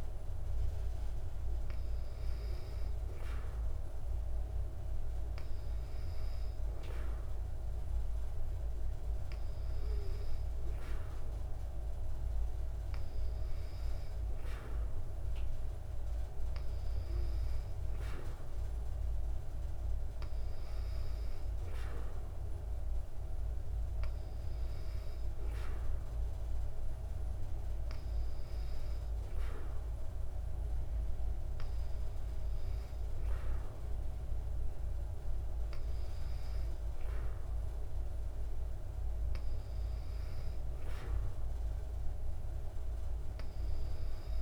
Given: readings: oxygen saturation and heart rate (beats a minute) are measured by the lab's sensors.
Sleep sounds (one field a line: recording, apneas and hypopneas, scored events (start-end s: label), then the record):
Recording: breathing in sleep, hard to hear, by a room microphone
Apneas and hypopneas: none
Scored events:
none scored
From the record:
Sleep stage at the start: N2 (light sleep)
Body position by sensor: on the back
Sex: female